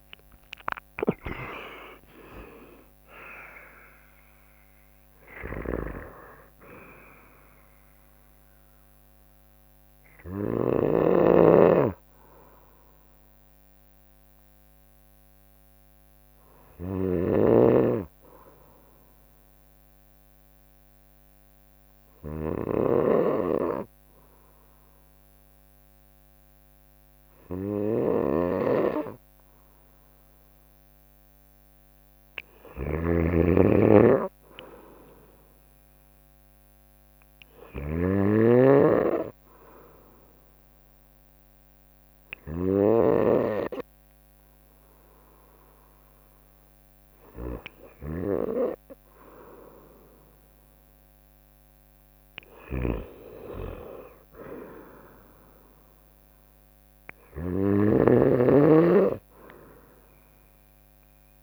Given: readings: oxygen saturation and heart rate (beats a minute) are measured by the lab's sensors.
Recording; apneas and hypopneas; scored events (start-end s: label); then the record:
breathing in sleep by a microphone on the trachea; 1
0.00-9.00 s: drop in pulse transit time (device-marked, heart rate 76 extreme)
0.00-10.00 s: snoring (device-marked)
0.00-20.00 s: oxygen desaturation (device-marked, oxygen 91% lowest, heart rate 58 extreme)
14.00-24.00 s: bradycardia (device-marked, heart rate 64 before, 59 extreme)
16.50-61.43 s: snoring (device-marked)
17.50-32.00 s: obstructive apnea (oxygen 96% before, 93% lowest, heart rate 78 before, 59 extreme, up 2 after)
34.50-39.00 s: arousal
39.00-51.00 s: oxygen desaturation (device-marked, oxygen 98% before, 94% lowest, heart rate 60 before, 61 extreme)
From the record:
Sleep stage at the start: N2 (light sleep); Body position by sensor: on the right side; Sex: female